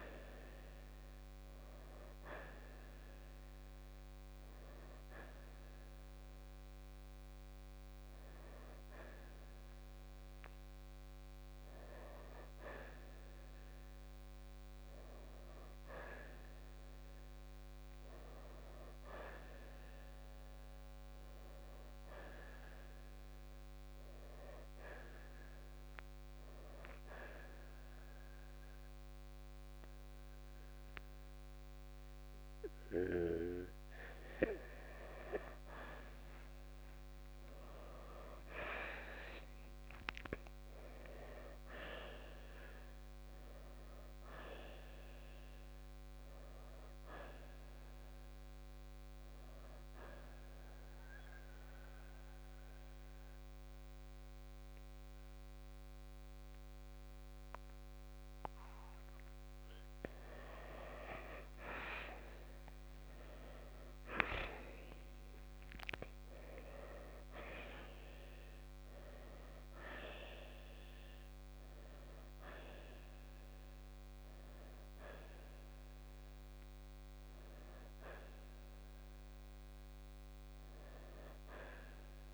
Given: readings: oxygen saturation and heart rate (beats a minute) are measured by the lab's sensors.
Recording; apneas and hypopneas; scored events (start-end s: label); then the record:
breathing in sleep by a microphone on the trachea; 1
0.00-20.50 s: oxygen desaturation (device-marked, oxygen 89% lowest, heart rate 57 extreme)
35.50-40.50 s: arousal
50.50-60.50 s: central apnea (oxygen 93% before, 86% lowest, heart rate 66 before, 54 extreme, up 0 after)
51.50-61.50 s: oxygen desaturation (device-marked, oxygen 92% before, 87% lowest, heart rate 66 before, 54 extreme)
63.00-67.50 s: arousal
73.50-82.33 s: oxygen desaturation (device-marked, oxygen 93% before, 86% lowest, heart rate 62 before, 61 extreme)
From the record:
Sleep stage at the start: N2 (light sleep); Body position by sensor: on the right side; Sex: male